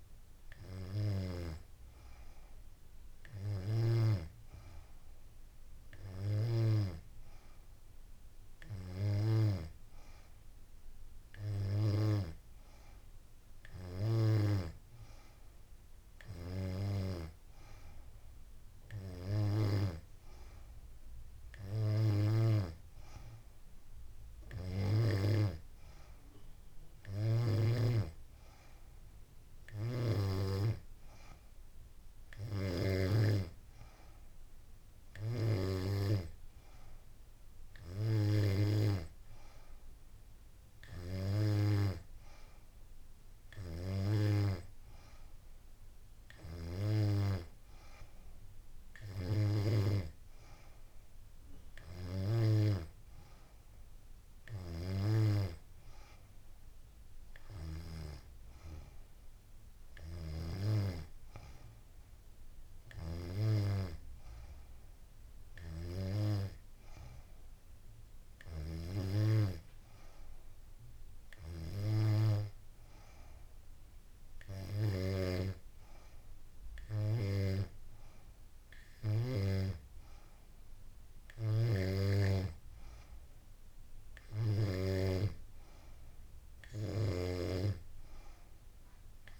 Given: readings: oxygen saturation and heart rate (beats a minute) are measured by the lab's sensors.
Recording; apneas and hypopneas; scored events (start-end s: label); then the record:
breathing in sleep by a room microphone; none
none scored
From the record:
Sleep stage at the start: N3 (deep sleep); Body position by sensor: on the back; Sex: female